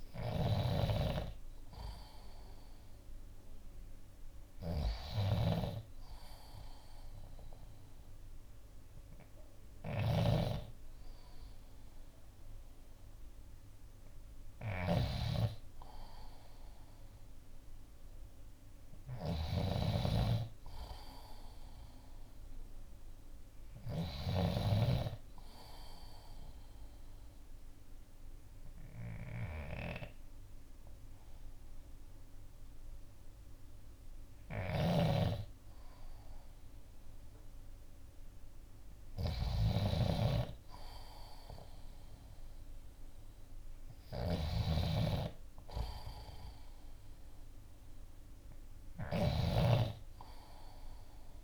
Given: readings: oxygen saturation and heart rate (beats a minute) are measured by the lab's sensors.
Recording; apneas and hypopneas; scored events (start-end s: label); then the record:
breathing in sleep by a room microphone; 1
0.00-24.00 s: snoring (device-marked)
25.00-35.00 s: obstructive apnea (oxygen 93% before, 91% lowest, heart rate 59 before, 58 extreme, up 1 after)
34.50-51.44 s: snoring (device-marked)
36.50-40.00 s: arousal
From the record:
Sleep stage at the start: N2 (light sleep); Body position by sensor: on the left side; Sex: male